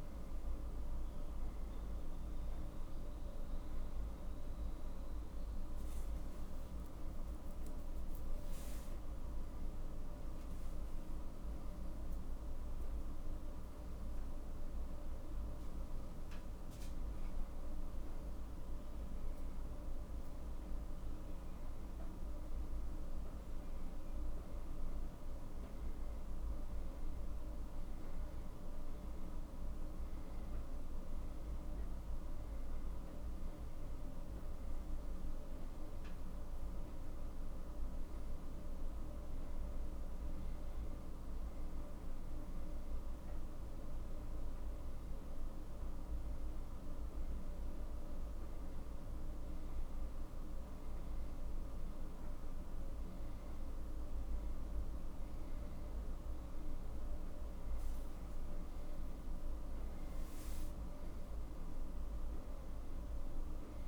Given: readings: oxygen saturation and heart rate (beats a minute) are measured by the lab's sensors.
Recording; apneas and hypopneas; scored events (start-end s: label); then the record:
breathing in sleep, hard to hear, by a room microphone; none
26.00-63.88 s: new sleep stage, N2 (light sleep)
From the record:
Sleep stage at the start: N1 (lightest sleep); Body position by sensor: on the back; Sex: male